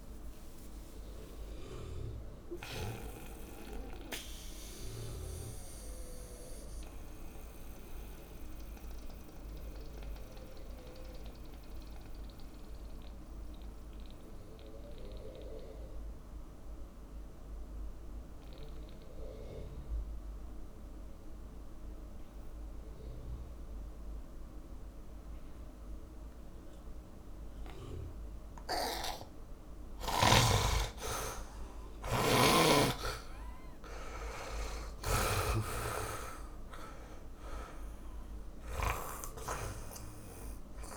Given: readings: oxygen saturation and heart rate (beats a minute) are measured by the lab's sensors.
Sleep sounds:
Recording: breathing in sleep by a room microphone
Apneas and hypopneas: 1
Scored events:
0.00-20.00 s: oxygen desaturation (device-marked, oxygen 72% lowest)
7.50-28.00 s: mixed apnea (oxygen 99% before, 72% lowest)
31.00-35.00 s: arousal
31.00-40.97 s: oxygen desaturation (device-marked, oxygen 100% before, 77% lowest)
From the record:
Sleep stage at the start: N2 (light sleep)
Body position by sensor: on the back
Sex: male

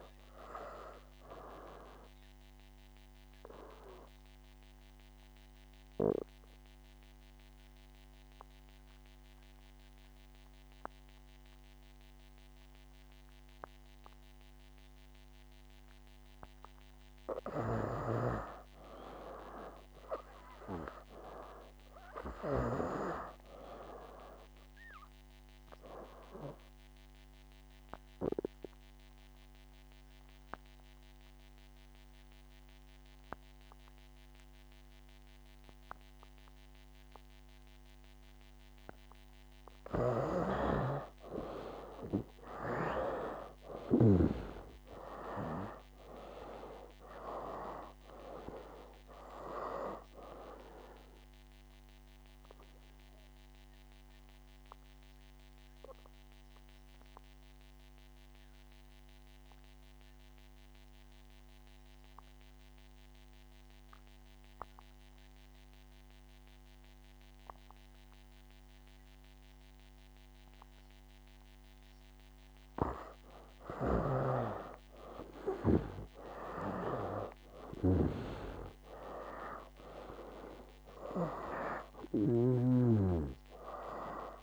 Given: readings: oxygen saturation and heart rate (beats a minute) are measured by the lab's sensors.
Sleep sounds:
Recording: breathing in sleep by a microphone on the trachea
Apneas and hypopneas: 3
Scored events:
0.00-16.00 s: oxygen desaturation (device-marked, oxygen 98% before, 88% lowest, heart rate 66 before, 68 extreme)
2.50-17.50 s: obstructive apnea (oxygen 98% before, 83% lowest, heart rate 66 before, 68 extreme, up 2 after)
19.50-23.00 s: arousal
24.00-42.00 s: oxygen desaturation (device-marked, oxygen 96% before, 86% lowest, heart rate 69 before, 67 extreme)
25.50-40.00 s: obstructive apnea (oxygen 98% before, 83% lowest, heart rate 69 before, 67 extreme, up 4 after)
42.50-46.50 s: arousal
48.00-69.00 s: oxygen desaturation (device-marked, oxygen 94% before, 83% lowest, heart rate 70 before, 66 extreme)
53.00-72.50 s: obstructive apnea (oxygen 94% before, 83% lowest, heart rate 72 before, 66 extreme, up 5 after)
75.00-78.50 s: arousal
79.00-84.43 s: oxygen desaturation (device-marked, oxygen 98% before, 83% lowest, heart rate 67 before, 67 extreme)
From the record:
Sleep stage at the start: N2 (light sleep)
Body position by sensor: on the back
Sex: male

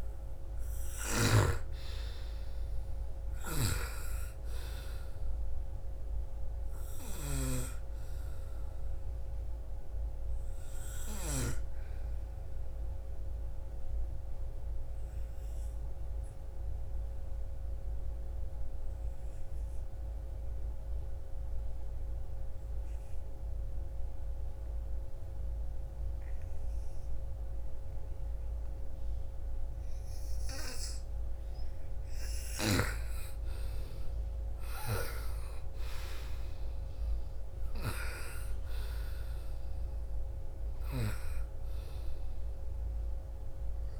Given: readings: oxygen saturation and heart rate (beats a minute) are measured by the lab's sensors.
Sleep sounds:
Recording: breathing in sleep by a room microphone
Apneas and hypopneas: 1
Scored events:
0.00-18.50 s: oxygen desaturation (device-marked, oxygen 88% lowest, heart rate 46 extreme)
2.50-11.00 s: snoring (device-marked)
11.00-31.00 s: obstructive apnea (oxygen 97% before, 82% lowest, heart rate 62 before, 46 extreme, up 13 after)
32.50-44.00 s: oxygen desaturation (device-marked, oxygen 97% before, 86% lowest, heart rate 54 before, 46 extreme)
33.00-36.50 s: arousal
From the record:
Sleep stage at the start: N2 (light sleep)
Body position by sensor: on the right side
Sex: female

